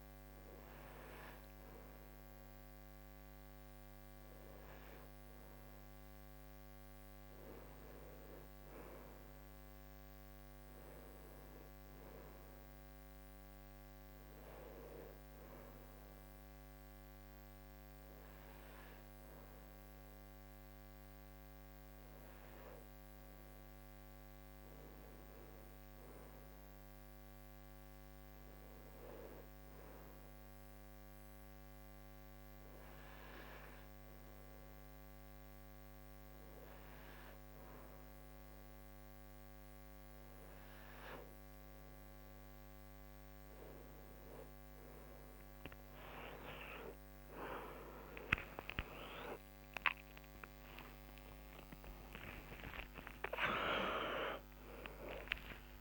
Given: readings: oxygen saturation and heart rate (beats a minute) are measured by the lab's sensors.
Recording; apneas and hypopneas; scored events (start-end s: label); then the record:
breathing in sleep by a microphone on the trachea; none
none scored
From the record:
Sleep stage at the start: N2 (light sleep); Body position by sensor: on the right side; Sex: female